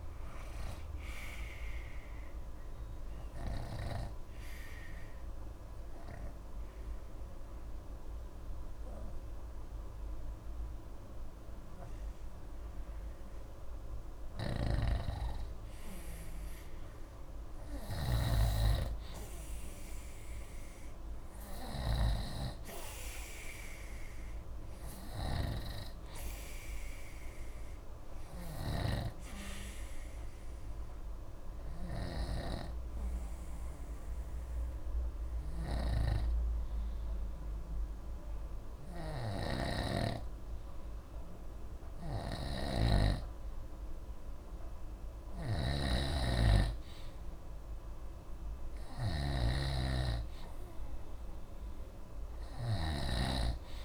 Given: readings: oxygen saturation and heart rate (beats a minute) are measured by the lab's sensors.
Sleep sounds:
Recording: breathing in sleep by a room microphone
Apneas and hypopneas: 2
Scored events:
0.00-4.00 s: snoring (device-marked)
0.00-9.00 s: oxygen desaturation (device-marked, oxygen 89% lowest, heart rate 37 extreme)
3.00-13.50 s: obstructive apnea (oxygen 96% before, 89% lowest, heart rate 64 before, 37 extreme, up 9 after)
14.50-53.85 s: snoring (device-marked)
15.50-19.00 s: arousal
22.00-37.00 s: oxygen desaturation (device-marked, oxygen 96% before, 90% lowest, heart rate 61 before, 37 extreme)
30.00-43.50 s: hypopnea (oxygen 96% before, 89% lowest, heart rate 55 before, 37 extreme, up 0 after)
From the record:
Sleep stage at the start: N2 (light sleep)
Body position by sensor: on the right side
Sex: male

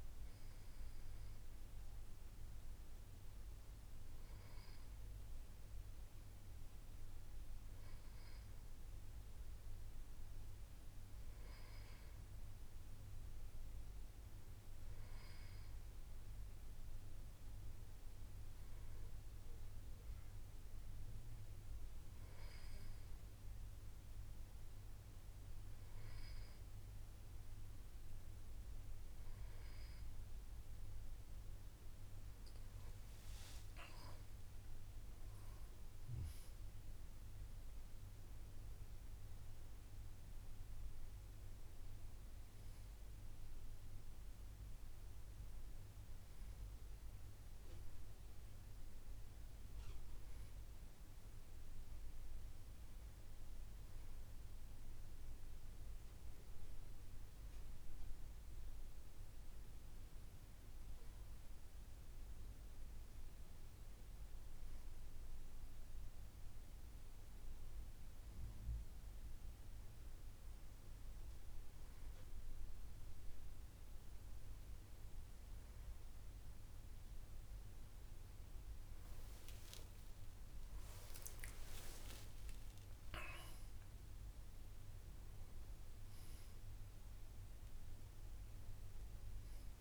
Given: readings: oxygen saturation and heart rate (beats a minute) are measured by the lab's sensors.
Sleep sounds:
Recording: breathing in sleep, hard to hear, by a room microphone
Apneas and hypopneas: none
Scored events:
30.50-35.00 s: arousal
80.50-86.00 s: arousal
From the record:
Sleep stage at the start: N2 (light sleep)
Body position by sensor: on the back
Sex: male

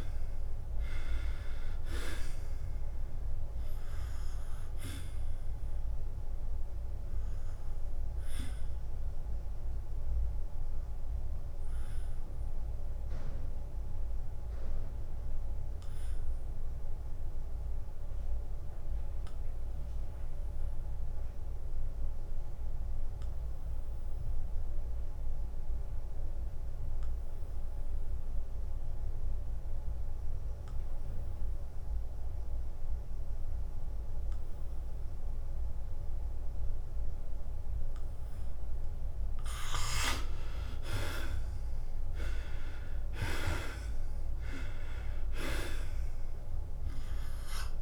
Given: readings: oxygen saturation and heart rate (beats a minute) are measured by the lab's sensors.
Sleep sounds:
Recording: breathing in sleep by a room microphone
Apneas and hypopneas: 1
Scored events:
0.00-9.50 s: drop in pulse transit time (device-marked, heart rate 90 extreme)
0.00-23.50 s: oxygen desaturation (device-marked, oxygen 72% lowest, heart rate 78 extreme)
5.00-40.00 s: obstructive apnea (oxygen 98% before, 72% lowest, heart rate 90 before, 78 extreme, up 15 after)
41.50-47.82 s: drop in pulse transit time (device-marked, heart rate 85 before, 90 extreme)
41.50-47.82 s: oxygen desaturation (device-marked, oxygen 97% before, 74% lowest, heart rate 85 before, 83 extreme)
42.00-45.50 s: arousal
From the record:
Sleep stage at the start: N2 (light sleep)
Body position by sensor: on the back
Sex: male

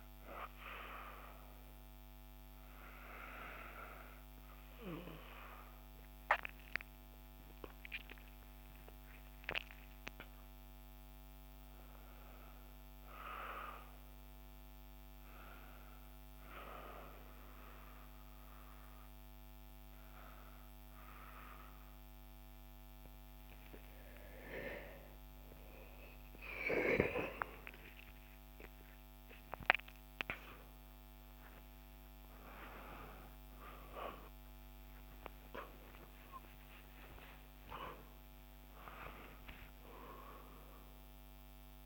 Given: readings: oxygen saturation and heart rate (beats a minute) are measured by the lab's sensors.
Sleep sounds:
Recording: a person awake in a sleep study, by a microphone on the trachea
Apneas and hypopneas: none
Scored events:
19.00-41.86 s: new sleep stage, awake
32.00-40.00 s: tachycardia (device-marked, heart rate 62 before, 161 extreme)
35.50-37.50 s: long interval between heartbeats (device-marked, heart rate 64 before, 111 extreme)
37.50-39.50 s: long interval between heartbeats (device-marked, heart rate 70 before, 149 extreme)
From the record:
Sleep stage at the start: N2 (light sleep)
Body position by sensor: on the right side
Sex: female

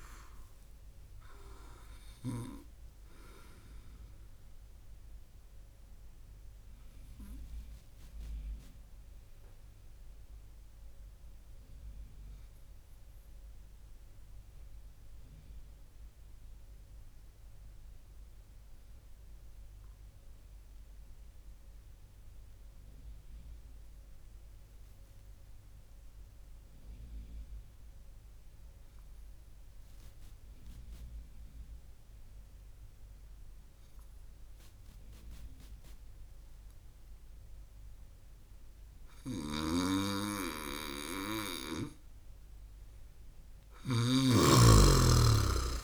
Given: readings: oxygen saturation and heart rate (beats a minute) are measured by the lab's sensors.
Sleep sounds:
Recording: breathing in sleep by a room microphone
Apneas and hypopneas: 1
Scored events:
5.50-38.50 s: obstructive apnea (oxygen 99% before, 95% lowest)
39.00-44.00 s: snoring (device-marked)
From the record:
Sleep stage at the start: N2 (light sleep)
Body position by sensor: on the right side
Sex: male

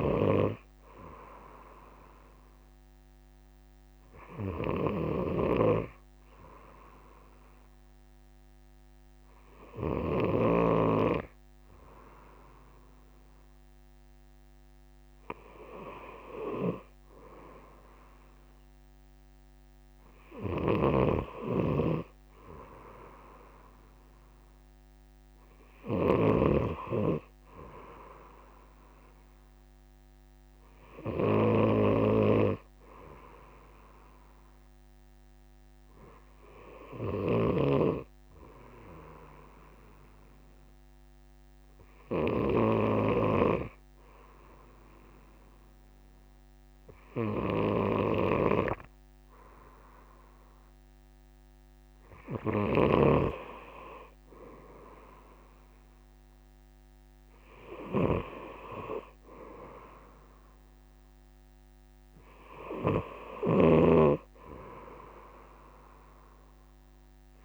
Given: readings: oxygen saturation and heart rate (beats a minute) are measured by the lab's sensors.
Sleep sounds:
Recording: breathing in sleep by a microphone on the trachea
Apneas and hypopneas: 1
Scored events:
0.00-10.50 s: snoring (device-marked)
16.50-67.45 s: snoring (device-marked)
36.00-49.00 s: hypopnea (oxygen 98% before, 96% lowest, heart rate 60 before, 60 extreme, up 1 after)
53.00-57.00 s: arousal
From the record:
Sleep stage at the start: N2 (light sleep)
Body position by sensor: on the right side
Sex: male

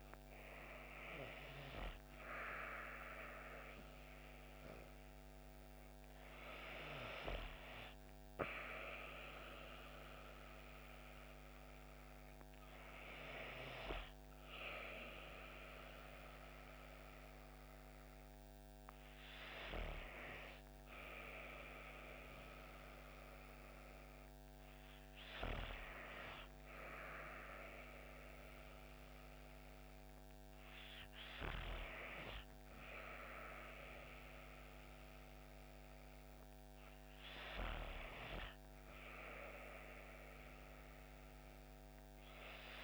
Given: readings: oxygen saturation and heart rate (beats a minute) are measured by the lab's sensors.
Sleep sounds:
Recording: breathing in sleep by a microphone on the trachea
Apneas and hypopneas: 1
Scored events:
9.00-28.00 s: hypopnea (oxygen 96% before, 93% lowest)
29.50-32.50 s: arousal
From the record:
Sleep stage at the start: N2 (light sleep)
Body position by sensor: on the back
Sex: female

